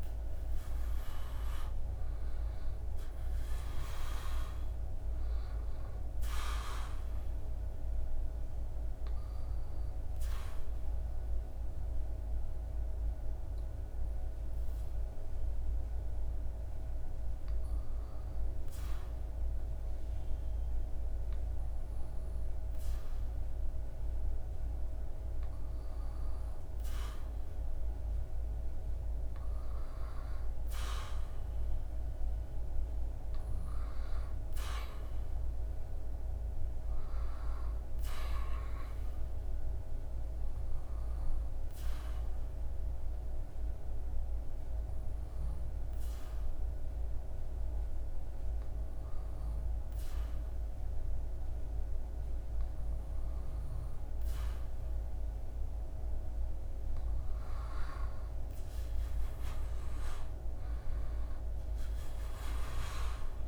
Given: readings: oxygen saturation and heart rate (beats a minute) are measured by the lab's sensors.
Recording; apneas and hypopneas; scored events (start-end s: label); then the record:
breathing in sleep, hard to hear, by a room microphone; 2
9.50-25.50 s: hypopnea (oxygen 98% before, 94% lowest, heart rate 78 before, 72 extreme, up 1 after)
29.00-33.50 s: arousal
40.50-56.50 s: obstructive apnea (oxygen 98% before, 94% lowest, heart rate 78 before, 72 extreme, up 10 after)
58.00-62.00 s: arousal
59.50-63.48 s: oxygen desaturation (device-marked, oxygen 97% before, 94% lowest, heart rate 76 before, 76 extreme)
From the record:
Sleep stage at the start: N2 (light sleep); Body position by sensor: on the back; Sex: male